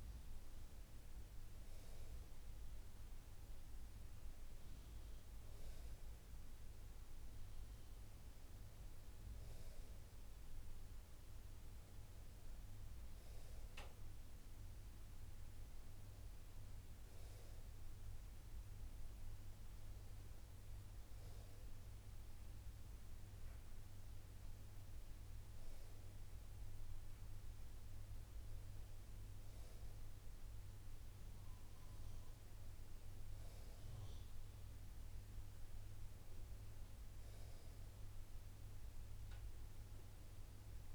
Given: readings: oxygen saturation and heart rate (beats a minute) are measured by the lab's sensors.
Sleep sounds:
breathing in sleep, hard to hear, by a room microphone; none
none scored
From the record:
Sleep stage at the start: N2 (light sleep); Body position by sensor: on the right side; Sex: male

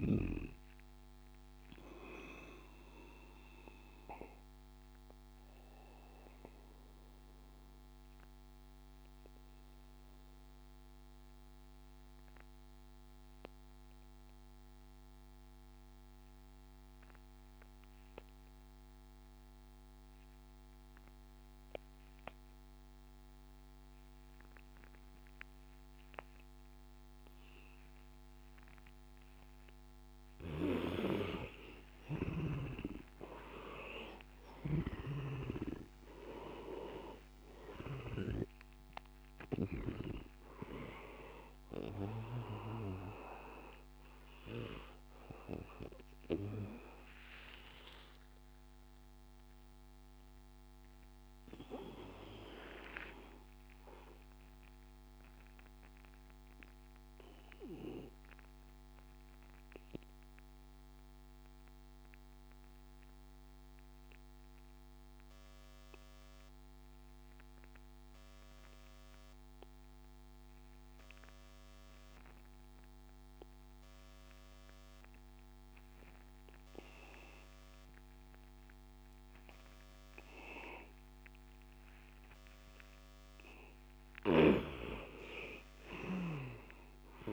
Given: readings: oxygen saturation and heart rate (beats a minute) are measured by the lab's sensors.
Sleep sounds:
breathing in sleep by a microphone on the trachea; 2
0.00-11.00 s: oxygen desaturation (device-marked, oxygen 86% lowest, heart rate 71 extreme)
2.00-28.00 s: obstructive apnea (oxygen 98% before, 83% lowest, heart rate 86 before, 71 extreme, up 11 after)
28.00-57.00 s: oxygen desaturation (device-marked, oxygen 99% before, 83% lowest, heart rate 75 before, 75 extreme)
30.50-35.00 s: arousal
46.00-83.00 s: obstructive apnea (oxygen 99% before, 83% lowest, heart rate 86 before, 75 extreme, up 7 after)
77.00-87.33 s: oxygen desaturation (device-marked, oxygen 98% before, 87% lowest, heart rate 81 before, 72 extreme)
84.50-87.33 s: arousal
From the record:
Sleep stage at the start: N2 (light sleep); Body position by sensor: on the back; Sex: male

